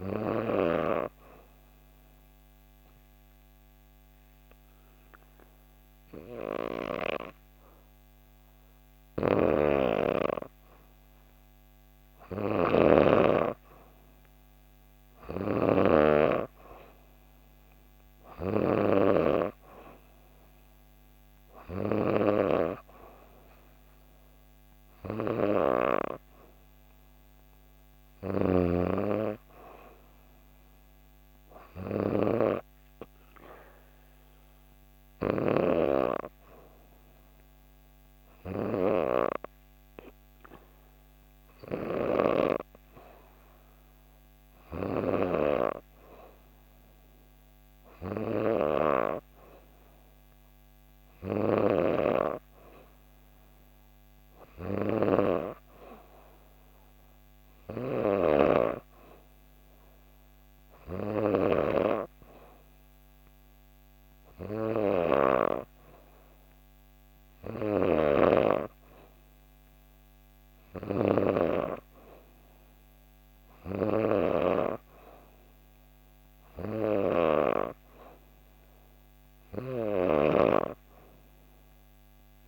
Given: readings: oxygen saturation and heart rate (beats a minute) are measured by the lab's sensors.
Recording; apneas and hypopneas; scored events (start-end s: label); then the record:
breathing in sleep by a microphone on the trachea; 2
1.00-11.50 s: obstructive apnea (oxygen 94% before, 91% lowest, heart rate 65 before, 65 extreme, up 0 after)
12.00-15.50 s: snoring (device-marked)
14.00-18.00 s: arousal
32.50-43.00 s: hypopnea (oxygen 94% before, 93% lowest, heart rate 65 before, 65 extreme, up 1 after)
44.00-48.00 s: arousal
79.50-82.48 s: snoring (device-marked)
From the record:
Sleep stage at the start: N3 (deep sleep); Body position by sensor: on the back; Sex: female